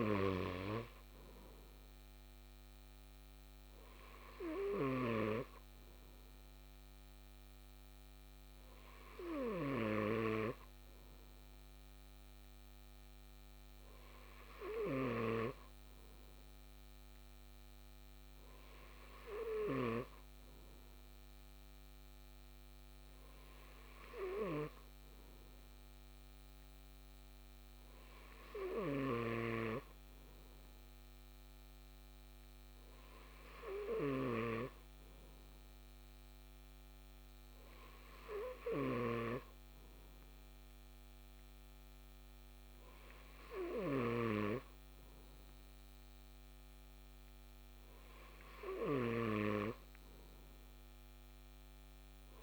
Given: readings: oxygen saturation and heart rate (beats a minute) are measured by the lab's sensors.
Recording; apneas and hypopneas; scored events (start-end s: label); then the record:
breathing in sleep by a microphone on the trachea; none
15.00-20.00 s: snoring (device-marked)
29.00-34.50 s: snoring (device-marked)
From the record:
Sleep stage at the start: N2 (light sleep); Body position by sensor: on the left side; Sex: male